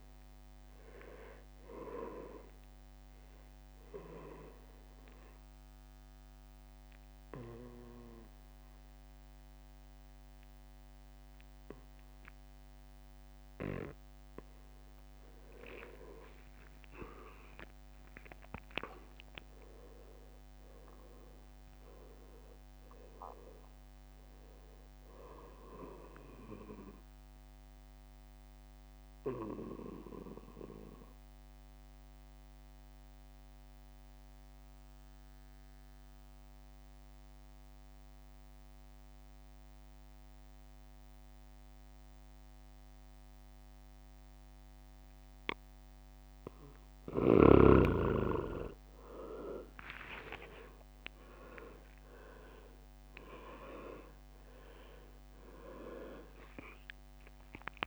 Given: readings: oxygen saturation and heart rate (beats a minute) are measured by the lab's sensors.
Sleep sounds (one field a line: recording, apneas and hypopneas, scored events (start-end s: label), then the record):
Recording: breathing in sleep by a microphone on the trachea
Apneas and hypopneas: 2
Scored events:
0.00-3.50 s: drop in pulse transit time (device-marked, heart rate 66 extreme)
0.00-15.50 s: oxygen desaturation (device-marked, oxygen 90% lowest, heart rate 63 extreme)
4.00-15.50 s: obstructive apnea (oxygen 98% before, 90% lowest, heart rate 69 before, 63 extreme, up 13 after)
16.00-19.00 s: arousal
18.50-29.50 s: drop in pulse transit time (device-marked, heart rate 68 before, 68 extreme)
29.50-46.50 s: mixed apnea (oxygen 99% before, 91% lowest, heart rate 73 before, 63 extreme, up 7 after)
48.50-53.50 s: arousal
48.50-57.87 s: oxygen desaturation (device-marked, oxygen 98% before, 91% lowest, heart rate 64 before, 62 extreme)
49.50-57.87 s: drop in pulse transit time (device-marked, heart rate 64 before, 69 extreme)
From the record:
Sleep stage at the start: N2 (light sleep)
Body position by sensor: on the back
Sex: male